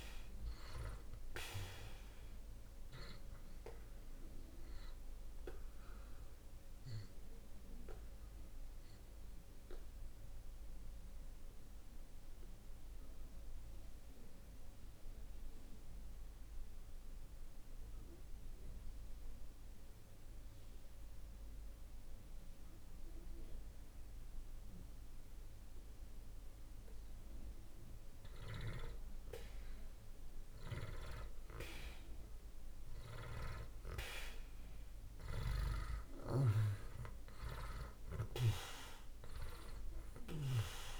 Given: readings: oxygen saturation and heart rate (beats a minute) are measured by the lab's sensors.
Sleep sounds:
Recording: breathing in sleep by a room microphone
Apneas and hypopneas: 1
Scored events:
0.00-25.00 s: oxygen desaturation (device-marked, oxygen 78% lowest)
7.00-27.00 s: obstructive apnea (oxygen 96% before, 76% lowest)
29.00-34.00 s: arousal
33.00-41.00 s: oxygen desaturation (device-marked, oxygen 96% before, 76% lowest)
From the record:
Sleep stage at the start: N2 (light sleep)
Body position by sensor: on the back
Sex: male

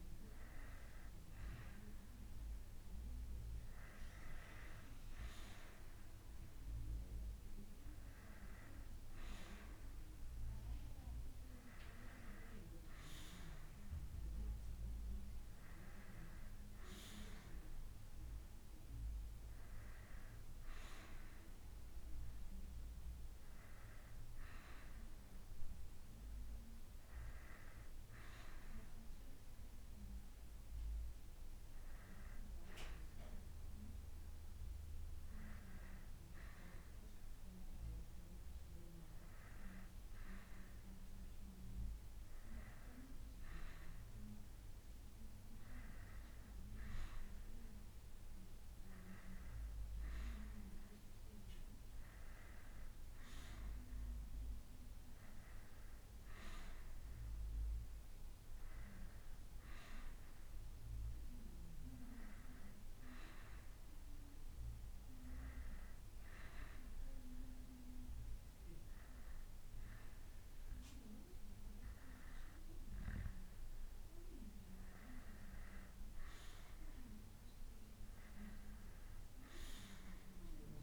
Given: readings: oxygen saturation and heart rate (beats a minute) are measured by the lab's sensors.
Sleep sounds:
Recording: breathing in sleep by a room microphone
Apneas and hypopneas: none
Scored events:
none scored
From the record:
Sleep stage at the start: N2 (light sleep)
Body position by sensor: on the back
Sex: male

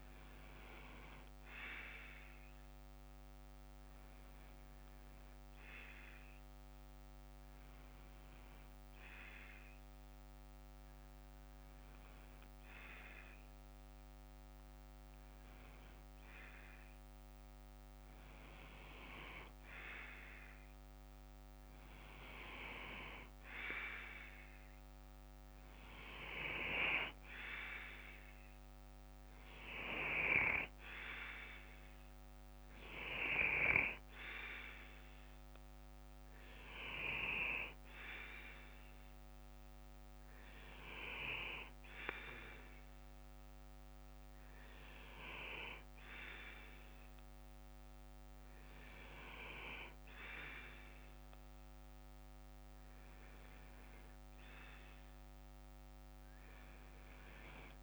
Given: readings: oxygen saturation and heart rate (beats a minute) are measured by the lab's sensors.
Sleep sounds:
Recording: breathing in sleep by a microphone on the trachea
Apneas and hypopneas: none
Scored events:
0.00-16.50 s: bradycardia (device-marked, heart rate 55 extreme)
50.50-57.83 s: bradycardia (device-marked, heart rate 61 before, 57 extreme)
From the record:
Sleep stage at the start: N2 (light sleep)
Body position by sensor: on the left side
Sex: male

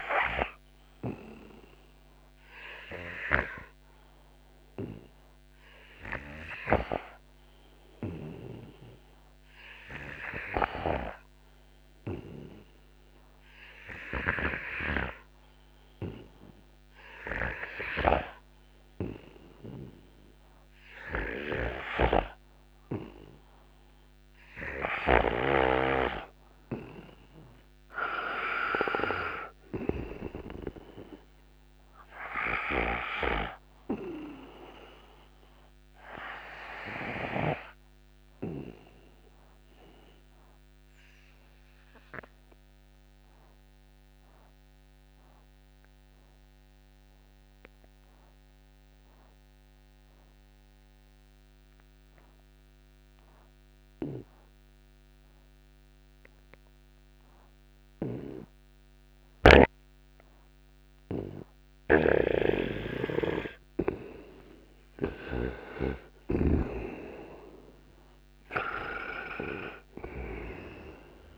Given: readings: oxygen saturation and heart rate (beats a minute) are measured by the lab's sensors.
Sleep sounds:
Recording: breathing in sleep by a microphone on the trachea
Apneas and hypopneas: 2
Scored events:
0.00-3.50 s: oxygen desaturation (device-marked, oxygen 92% lowest, heart rate 70 extreme)
5.50-22.50 s: hypopnea (oxygen 98% before, 88% lowest, heart rate 62 before, 66 extreme, up 16 after)
24.50-27.50 s: arousal
25.50-57.50 s: oxygen desaturation (device-marked, oxygen 93% before, 89% lowest, heart rate 86 before, 63 extreme)
43.00-60.50 s: obstructive apnea (oxygen 93% before, 83% lowest, heart rate 83 before, 62 extreme, up 14 after)
61.50-65.50 s: snoring (device-marked)
62.50-66.00 s: arousal
65.50-71.38 s: oxygen desaturation (device-marked, oxygen 95% before, 83% lowest, heart rate 76 before, 56 extreme)
From the record:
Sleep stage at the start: N2 (light sleep)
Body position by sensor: on the right side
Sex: male

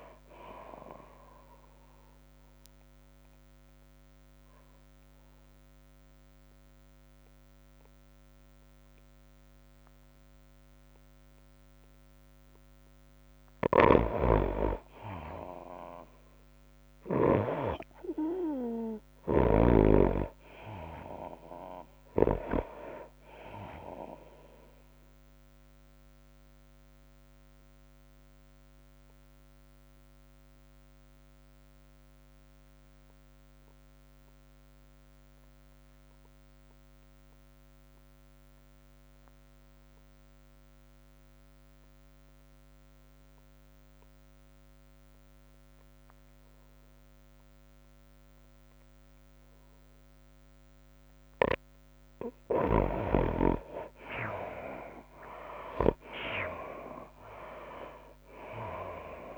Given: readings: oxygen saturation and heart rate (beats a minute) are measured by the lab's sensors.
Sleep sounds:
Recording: breathing in sleep by a microphone on the trachea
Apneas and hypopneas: 2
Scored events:
0.00-9.00 s: drop in pulse transit time (device-marked, heart rate 90 extreme)
0.00-13.00 s: oxygen desaturation (device-marked, oxygen 59% lowest, heart rate 57 extreme)
0.00-31.00 s: tachycardia (device-marked, heart rate 111 extreme)
3.00-14.00 s: mixed apnea (oxygen 85% before, 59% lowest, heart rate 81 before, 98 extreme, up 0 after)
14.50-18.50 s: snoring (device-marked)
15.00-18.00 s: arousal
18.00-37.00 s: oxygen desaturation (device-marked, oxygen 98% before, 81% lowest, heart rate 106 before, 90 extreme)
27.00-51.50 s: obstructive apnea (oxygen 98% before, 70% lowest, heart rate 104 before, 90 extreme, up 12 after)
45.00-59.38 s: oxygen desaturation (device-marked, oxygen 95% before, 70% lowest, heart rate 99 before, 90 extreme)
54.50-58.00 s: arousal
55.00-59.38 s: tachycardia (device-marked, heart rate 94 before, 107 extreme)
57.00-59.38 s: drop in pulse transit time (device-marked, heart rate 93 before, 99 extreme)
From the record:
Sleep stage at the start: N2 (light sleep)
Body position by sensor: on the right side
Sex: female

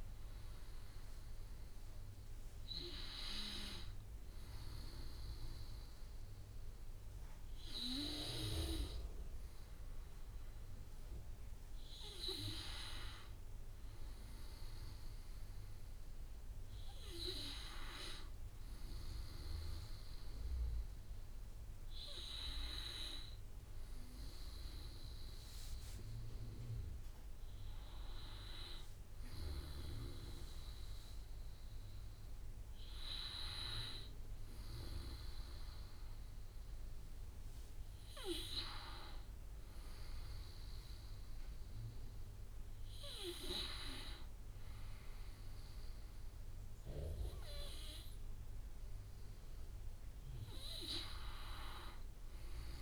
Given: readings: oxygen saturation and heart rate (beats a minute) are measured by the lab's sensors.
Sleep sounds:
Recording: breathing in sleep by a room microphone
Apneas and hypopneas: none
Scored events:
none scored
From the record:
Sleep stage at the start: N2 (light sleep)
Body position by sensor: on the back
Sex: male

